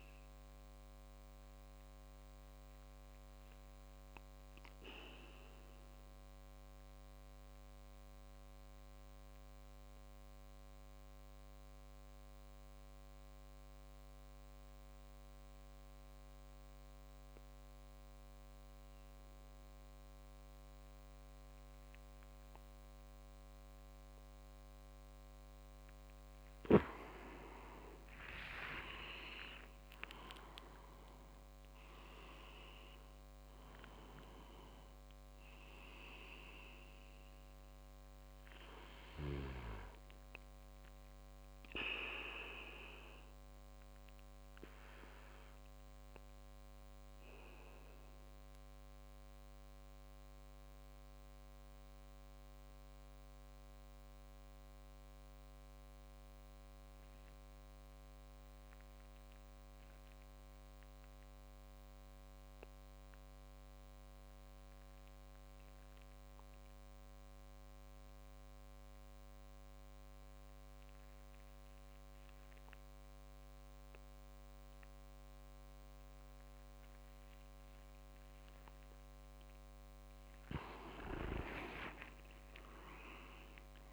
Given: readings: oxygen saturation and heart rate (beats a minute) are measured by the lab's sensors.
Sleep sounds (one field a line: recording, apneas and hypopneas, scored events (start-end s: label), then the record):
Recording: breathing in sleep by a microphone on the trachea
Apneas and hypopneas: 2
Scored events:
1.00-26.50 s: obstructive apnea (oxygen 100% before, 93% lowest)
25.00-51.00 s: tachycardia (device-marked)
28.00-32.00 s: arousal
29.00-41.00 s: oxygen desaturation (device-marked, oxygen 98% before, 94% lowest)
44.00-78.50 s: mixed apnea (oxygen 98% before, 92% lowest)
74.00-83.93 s: oxygen desaturation (device-marked, oxygen 98% before, 92% lowest)
78.00-83.93 s: tachycardia (device-marked)
81.50-83.93 s: arousal
81.50-83.93 s: leg movement (device-marked)
From the record:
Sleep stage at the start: N2 (light sleep)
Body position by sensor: on the back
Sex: male